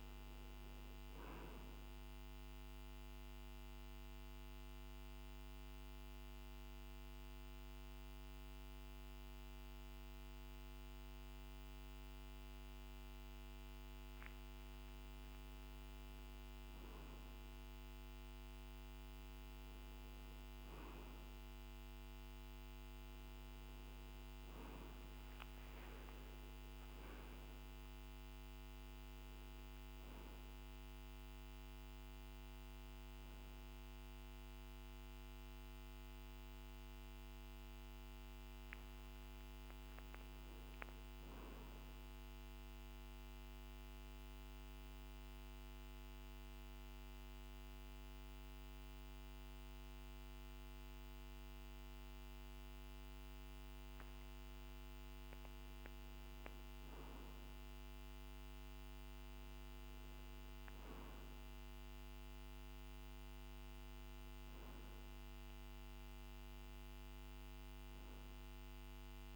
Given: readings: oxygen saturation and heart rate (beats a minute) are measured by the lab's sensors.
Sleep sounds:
breathing in sleep, hard to hear, by a microphone on the trachea; 2
1.50-13.50 s: central apnea (oxygen 96% before, 94% lowest, heart rate 54 before, 48 extreme, up 4 after)
16.00-19.50 s: arousal
43.00-55.50 s: obstructive apnea (oxygen 96% before, 93% lowest, heart rate 52 before, 49 extreme, up 3 after)
49.00-69.35 s: new sleep stage, N2 (light sleep)
58.00-61.50 s: arousal
From the record:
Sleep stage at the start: N1 (lightest sleep); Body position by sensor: on the back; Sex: male

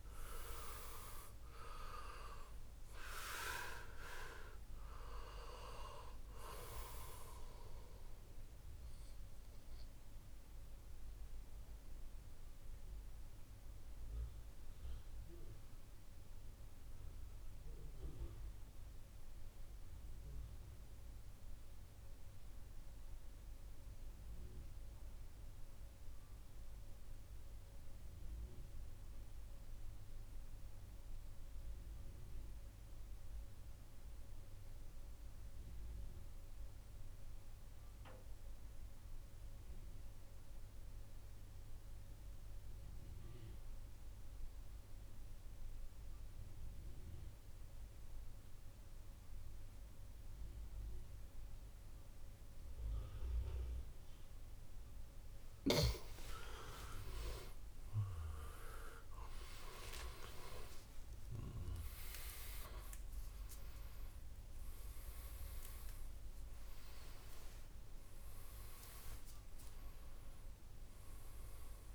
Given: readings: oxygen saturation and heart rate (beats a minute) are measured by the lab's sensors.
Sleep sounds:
breathing in sleep by a room microphone; 1
0.00-21.50 s: oxygen desaturation (device-marked, oxygen 86% lowest, heart rate 60 extreme)
10.50-55.00 s: mixed apnea (oxygen 96% before, 86% lowest, heart rate 73 before, 60 extreme, up 7 after)
38.50-70.50 s: oxygen desaturation (device-marked, oxygen 98% before, 88% lowest, heart rate 64 before, 67 extreme)
56.00-60.50 s: arousal
From the record:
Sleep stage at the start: N2 (light sleep); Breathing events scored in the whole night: 354 in 6.7 hours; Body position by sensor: on the back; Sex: male

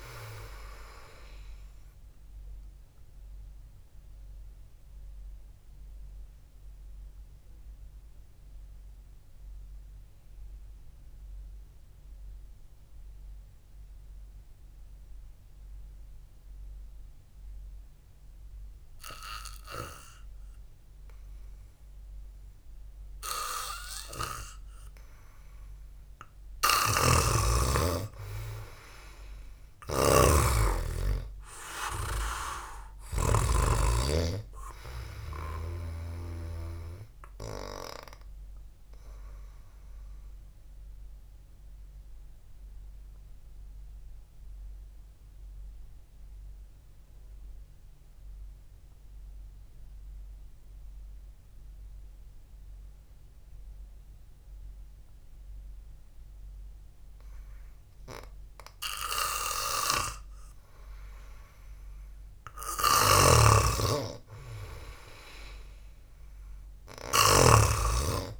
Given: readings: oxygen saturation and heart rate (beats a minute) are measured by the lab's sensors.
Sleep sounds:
breathing in sleep by a room microphone; 2
4.50-21.00 s: obstructive apnea (oxygen 98% before, 89% lowest, heart rate 61 before, 52 extreme, up 4 after)
7.50-25.50 s: oxygen desaturation (device-marked, oxygen 96% before, 89% lowest, heart rate 60 before, 52 extreme)
24.00-26.50 s: arousal
27.00-34.00 s: snoring (device-marked)
41.50-58.50 s: obstructive apnea (oxygen 96% before, 90% lowest, heart rate 58 before, 52 extreme, up 0 after)
49.50-58.50 s: oxygen desaturation (device-marked, oxygen 95% before, 91% lowest, heart rate 61 before, 52 extreme)
59.50-62.50 s: arousal
63.00-68.00 s: snoring (device-marked)
63.50-68.40 s: oxygen desaturation (device-marked, oxygen 98% before, 90% lowest, heart rate 65 before, 51 extreme)
From the record:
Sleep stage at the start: N2 (light sleep); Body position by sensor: on the back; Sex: male

